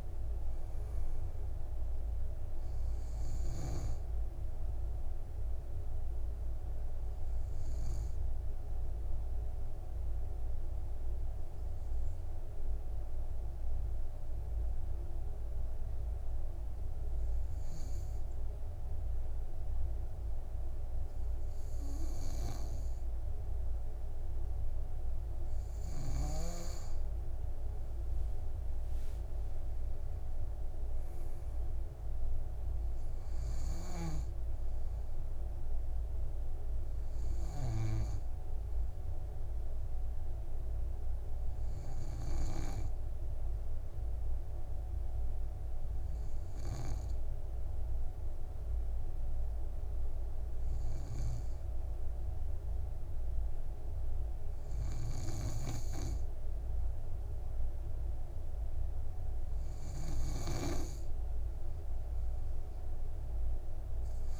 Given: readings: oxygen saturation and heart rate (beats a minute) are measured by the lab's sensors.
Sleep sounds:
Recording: breathing in sleep by a room microphone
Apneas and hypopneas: 1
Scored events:
0.00-18.50 s: oxygen desaturation (device-marked, oxygen 92% lowest, heart rate 58 extreme)
9.50-26.00 s: obstructive apnea (oxygen 98% before, 91% lowest, heart rate 63 before, 58 extreme, up 12 after)
28.50-31.50 s: arousal
32.50-50.50 s: oxygen desaturation (device-marked, oxygen 97% before, 91% lowest, heart rate 62 before, 58 extreme)
From the record:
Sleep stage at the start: N2 (light sleep)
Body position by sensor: on the back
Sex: male

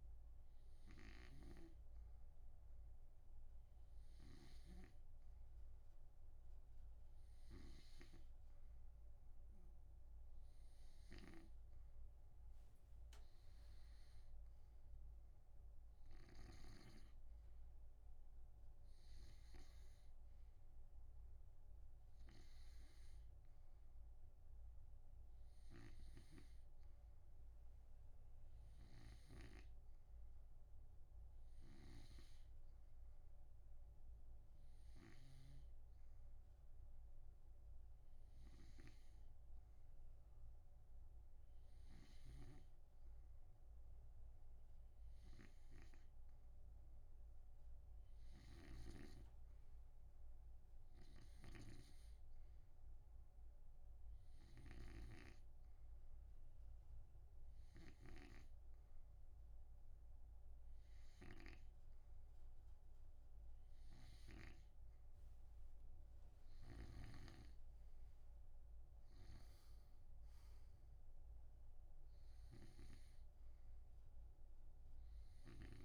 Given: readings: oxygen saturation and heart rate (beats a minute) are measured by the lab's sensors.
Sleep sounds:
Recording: breathing in sleep by a room microphone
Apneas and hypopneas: none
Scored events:
0.00-17.50 s: snoring (device-marked)
26.00-36.00 s: snoring (device-marked)
51.50-65.00 s: snoring (device-marked)
From the record:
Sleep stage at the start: N2 (light sleep)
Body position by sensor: on the right side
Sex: male

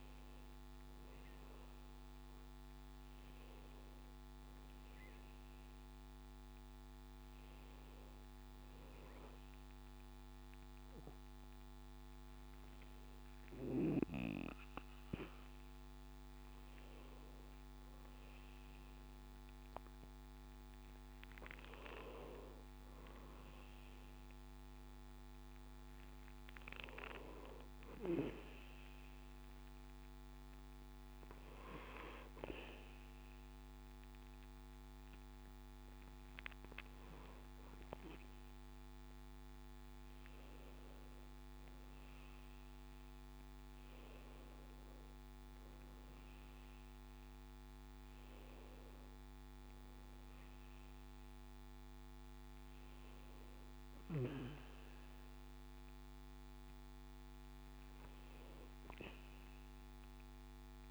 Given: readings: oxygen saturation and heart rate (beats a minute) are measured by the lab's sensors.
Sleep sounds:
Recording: breathing in sleep by a microphone on the trachea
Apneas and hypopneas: 1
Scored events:
29.50-40.50 s: hypopnea (oxygen 98% before, 95% lowest, heart rate 69 before, 66 extreme, up 4 after)
43.00-47.50 s: arousal
From the record:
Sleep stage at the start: N2 (light sleep)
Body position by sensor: on the back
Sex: male

